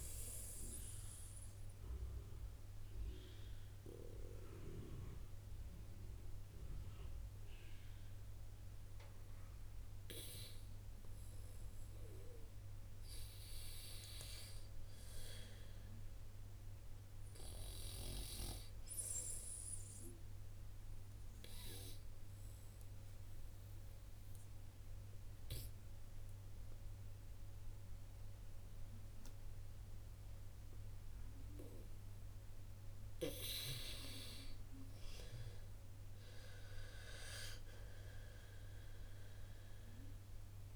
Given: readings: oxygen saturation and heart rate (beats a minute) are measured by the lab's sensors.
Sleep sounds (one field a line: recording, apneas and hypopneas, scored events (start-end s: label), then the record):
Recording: breathing in sleep by a room microphone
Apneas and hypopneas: 1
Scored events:
6.50-19.50 s: oxygen desaturation (device-marked, oxygen 93% before, 85% lowest, heart rate 58 before, 56 extreme)
22.50-34.00 s: hypopnea (oxygen 93% before, 81% lowest, heart rate 58 before, 55 extreme, up 8 after)
25.50-38.50 s: oxygen desaturation (device-marked, oxygen 93% before, 86% lowest, heart rate 59 before, 55 extreme)
35.50-40.00 s: arousal
From the record:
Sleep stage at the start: N2 (light sleep)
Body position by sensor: on the right side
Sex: female